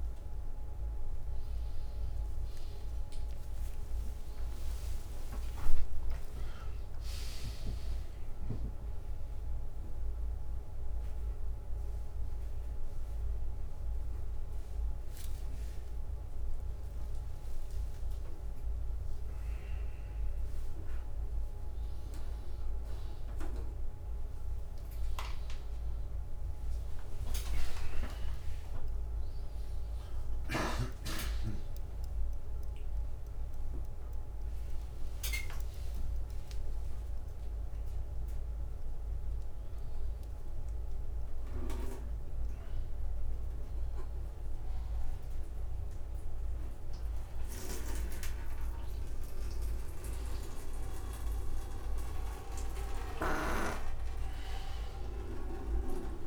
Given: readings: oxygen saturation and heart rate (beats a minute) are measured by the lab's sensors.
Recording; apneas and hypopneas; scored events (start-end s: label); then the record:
a person awake in a sleep study, by a room microphone; none
9.50-21.50 s: oxygen desaturation (device-marked, oxygen 97% before, 93% lowest, heart rate 101 before, 76 extreme)
From the record:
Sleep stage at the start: awake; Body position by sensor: upright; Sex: male